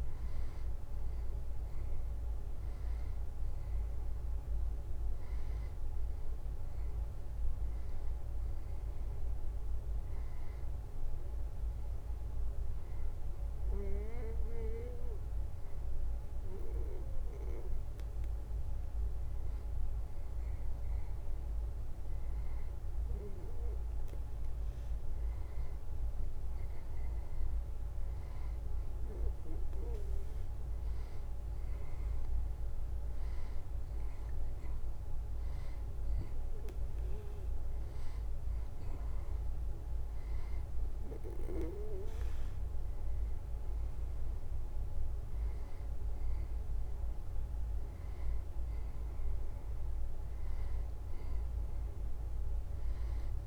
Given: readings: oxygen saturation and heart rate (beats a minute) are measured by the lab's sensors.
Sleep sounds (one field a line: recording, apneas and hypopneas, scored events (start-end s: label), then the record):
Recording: breathing in sleep by a room microphone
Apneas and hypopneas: 1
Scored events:
11.00-22.00 s: hypopnea (oxygen 94% before, 93% lowest, heart rate 75 before, 74 extreme, up 1 after)
24.50-29.00 s: arousal
From the record:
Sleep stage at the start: N2 (light sleep)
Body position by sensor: on the right side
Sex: male